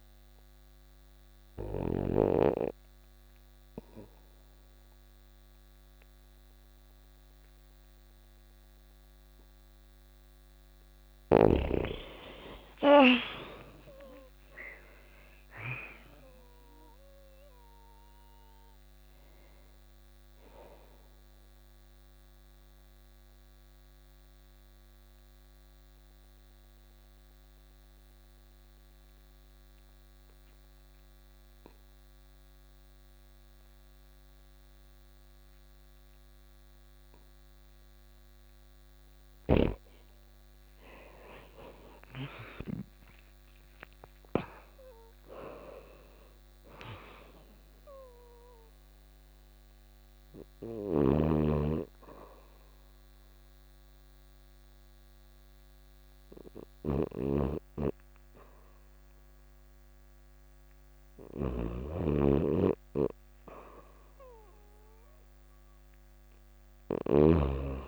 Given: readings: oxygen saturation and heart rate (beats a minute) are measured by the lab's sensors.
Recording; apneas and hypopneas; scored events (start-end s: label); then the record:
breathing in sleep by a microphone on the trachea; 3
0.00-1.00 s: snoring (device-marked)
0.00-10.50 s: oxygen desaturation (device-marked, oxygen 82% lowest, heart rate 90 extreme)
0.50-10.50 s: obstructive apnea (oxygen 92% before, 80% lowest, heart rate 90 before, 92 extreme, up 9 after)
11.00-16.00 s: arousal
15.50-28.50 s: oxygen desaturation (device-marked, oxygen 87% before, 80% lowest, heart rate 92 before, 92 extreme)
20.50-37.50 s: mixed apnea (oxygen 89% before, 80% lowest, heart rate 94 before, 89 extreme, up 5 after)
35.50-57.50 s: oxygen desaturation (device-marked, oxygen 99% before, 80% lowest, heart rate 95 before, 88 extreme)
39.50-44.00 s: arousal
48.50-59.50 s: hypopnea (oxygen 99% before, 80% lowest, heart rate 95 before, 88 extreme, up 0 after)
50.00-66.50 s: snoring (device-marked)
60.50-65.50 s: arousal
From the record:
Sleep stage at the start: REM sleep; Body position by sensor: on the back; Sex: female